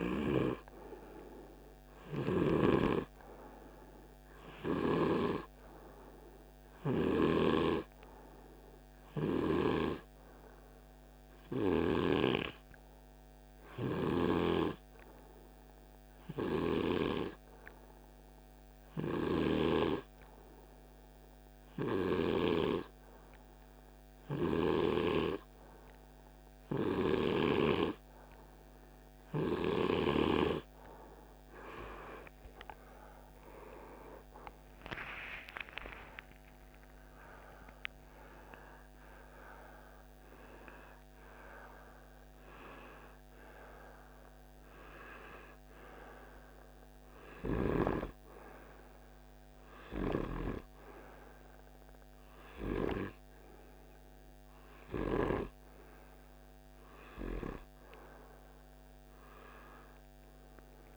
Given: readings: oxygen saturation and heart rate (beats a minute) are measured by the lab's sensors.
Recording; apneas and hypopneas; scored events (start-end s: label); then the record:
breathing in sleep by a microphone on the trachea; 1
0.00-2.00 s: snoring (device-marked)
14.00-28.00 s: hypopnea (oxygen 97% before, 93% lowest, heart rate 51 before, 48 extreme, up 28 after)
31.50-37.50 s: arousal
35.00-45.00 s: oxygen desaturation (device-marked, oxygen 98% before, 93% lowest, heart rate 52 before, 51 extreme)
From the record:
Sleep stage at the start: N2 (light sleep); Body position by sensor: on the right side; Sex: male